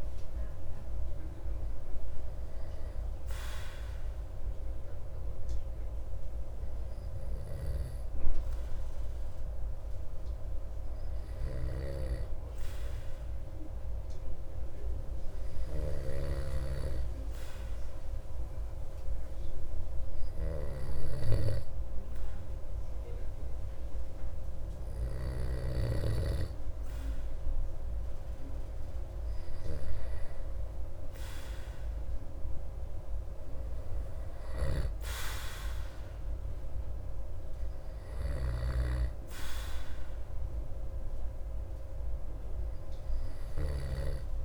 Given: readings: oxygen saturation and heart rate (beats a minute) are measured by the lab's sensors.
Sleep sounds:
breathing in sleep by a room microphone; 1
4.00-27.50 s: hypopnea (oxygen 96% before, 93% lowest)
21.00-26.00 s: snoring (device-marked)
31.00-34.00 s: arousal
38.50-44.45 s: snoring (device-marked)
From the record:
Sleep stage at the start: N2 (light sleep); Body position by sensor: on the back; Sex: male

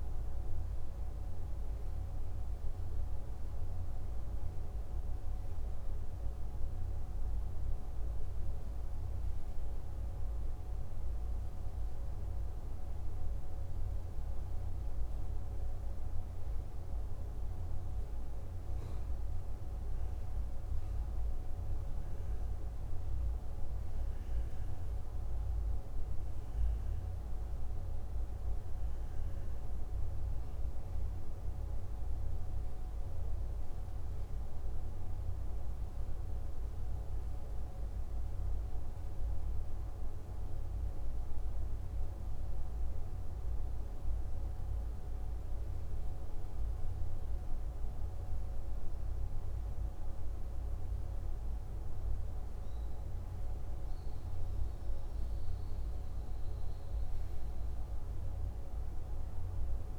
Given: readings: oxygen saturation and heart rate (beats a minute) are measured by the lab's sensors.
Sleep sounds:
breathing in sleep, hard to hear, by a room microphone; 1
14.50-59.99 s: new sleep stage, REM sleep
33.50-46.00 s: hypopnea (oxygen 97% before, 95% lowest, heart rate 57 before, 54 extreme, up 3 after)
49.00-54.00 s: arousal
From the record:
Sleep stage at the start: N2 (light sleep); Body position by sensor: on the back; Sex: male

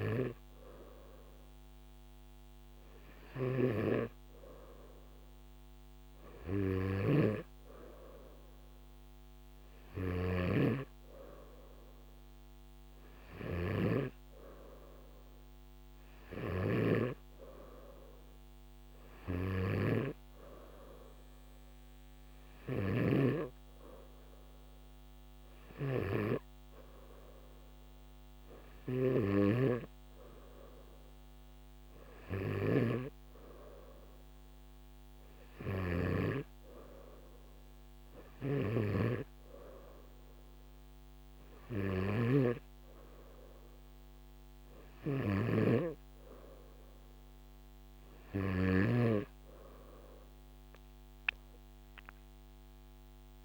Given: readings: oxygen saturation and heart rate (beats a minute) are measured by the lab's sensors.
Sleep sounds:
breathing in sleep by a microphone on the trachea; none
3.00-10.50 s: snoring (device-marked)
16.50-36.00 s: snoring (device-marked)
38.00-49.00 s: snoring (device-marked)
From the record:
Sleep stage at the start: N2 (light sleep); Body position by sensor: on the back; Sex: male

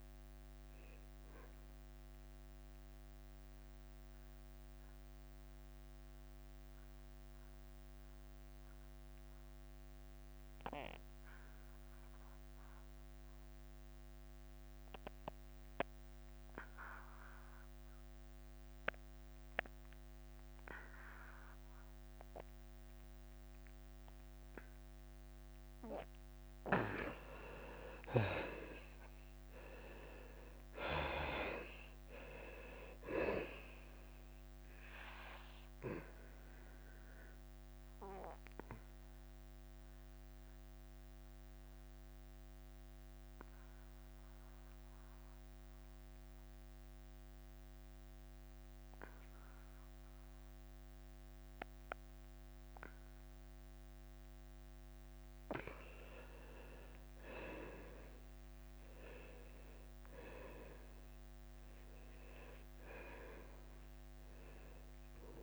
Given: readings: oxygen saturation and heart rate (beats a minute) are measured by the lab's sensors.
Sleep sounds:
breathing in sleep by a microphone on the trachea; 2
0.00-5.00 s: drop in pulse transit time (device-marked, heart rate 92 extreme)
0.00-17.00 s: oxygen desaturation (device-marked, oxygen 79% lowest, heart rate 90 extreme)
1.50-27.00 s: mixed apnea (oxygen 98% before, 79% lowest, heart rate 95 before, 90 extreme, up 5 after)
23.00-54.00 s: oxygen desaturation (device-marked, oxygen 99% before, 79% lowest, heart rate 94 before, 88 extreme)
27.50-30.50 s: arousal
30.00-42.00 s: drop in pulse transit time (device-marked, heart rate 92 before, 92 extreme)
37.00-54.50 s: obstructive apnea (oxygen 99% before, 79% lowest, heart rate 92 before, 88 extreme, up 0 after)
57.50-63.00 s: arousal
59.00-65.43 s: drop in pulse transit time (device-marked, heart rate 92 before, 89 extreme)
From the record:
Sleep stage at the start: N2 (light sleep); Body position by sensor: on the back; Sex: male

